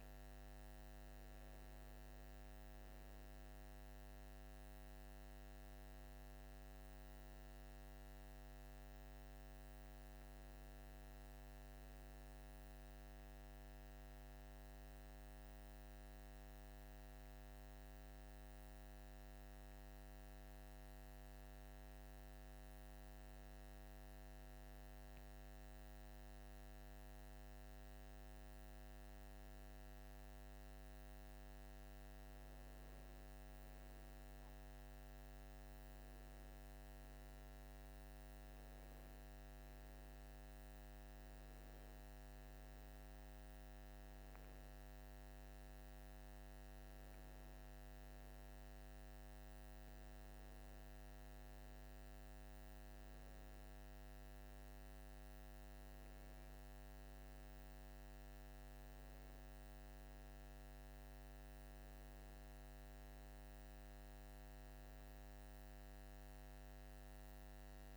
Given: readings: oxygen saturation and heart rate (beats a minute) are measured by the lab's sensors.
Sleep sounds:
a person awake in a sleep study, hard to hear, by a microphone on the trachea; none
37.50-67.97 s: new sleep stage, N2 (light sleep)
From the record:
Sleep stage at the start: awake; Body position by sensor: on the right side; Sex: male

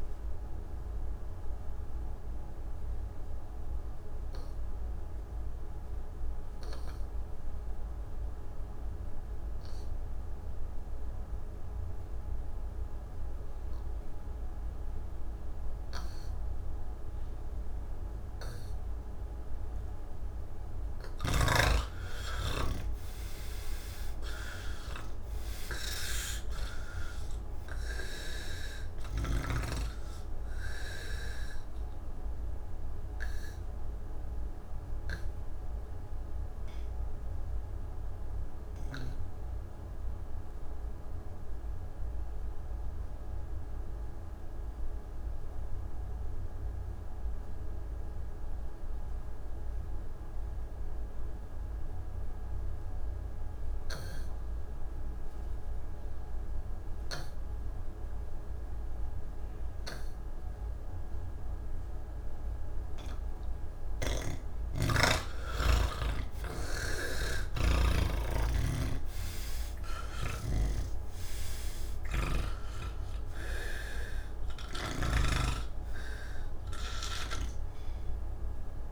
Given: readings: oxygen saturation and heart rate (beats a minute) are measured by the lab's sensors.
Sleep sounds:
breathing in sleep by a room microphone; none
15.00-47.00 s: oxygen desaturation (device-marked, oxygen 98% before, 86% lowest, heart rate 75 before, 72 extreme)
60.00-73.00 s: oxygen desaturation (device-marked, oxygen 98% before, 91% lowest, heart rate 74 before, 72 extreme)
63.50-67.50 s: snoring (device-marked)
69.50-75.00 s: snoring (device-marked)
75.00-78.92 s: oxygen desaturation (device-marked, oxygen 93% before, 83% lowest, heart rate 76 before, 72 extreme)
From the record:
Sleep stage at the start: N1 (lightest sleep); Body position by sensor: on the back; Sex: male

